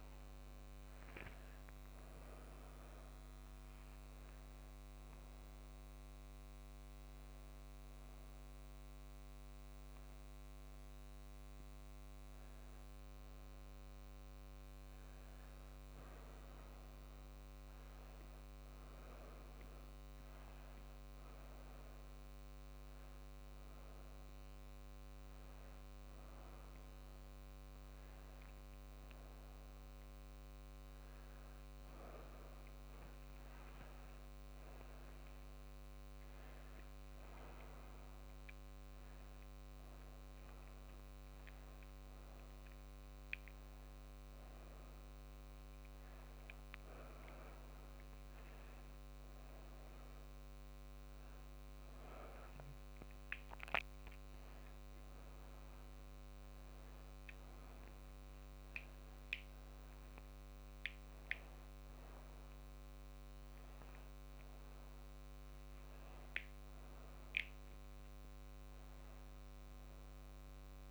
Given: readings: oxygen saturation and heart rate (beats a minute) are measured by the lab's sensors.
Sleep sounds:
a person awake in a sleep study, hard to hear, by a microphone on the trachea; none
none scored
From the record:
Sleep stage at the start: awake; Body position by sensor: on the back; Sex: female

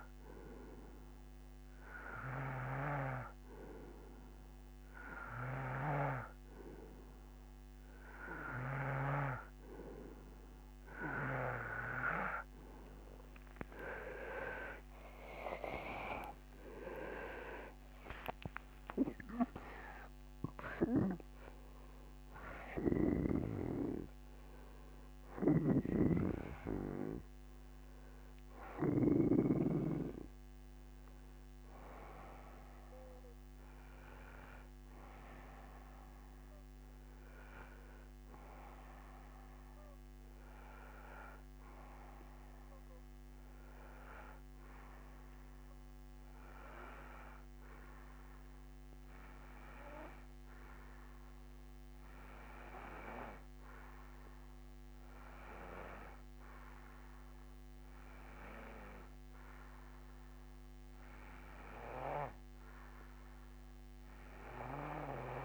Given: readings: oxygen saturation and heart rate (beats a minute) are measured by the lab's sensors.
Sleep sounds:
breathing in sleep by a microphone on the trachea; none
12.50-16.50 s: arousal
From the record:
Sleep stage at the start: N2 (light sleep); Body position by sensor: on the right side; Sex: male

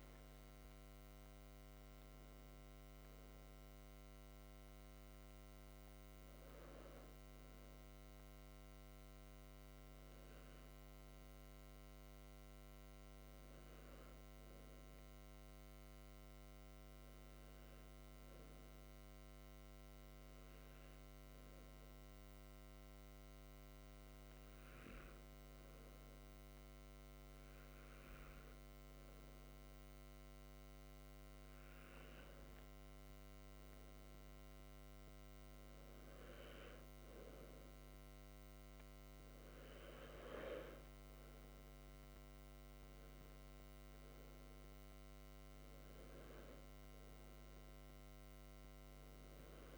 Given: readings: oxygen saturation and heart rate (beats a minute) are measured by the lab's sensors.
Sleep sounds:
breathing in sleep, hard to hear, by a microphone on the trachea; 1
18.00-30.50 s: hypopnea (oxygen 98% before, 95% lowest, heart rate 56 before, 50 extreme, up 2 after)
31.00-36.00 s: arousal
From the record:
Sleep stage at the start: N2 (light sleep); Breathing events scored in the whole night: 71 in 5.8 hours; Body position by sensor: on the back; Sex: male

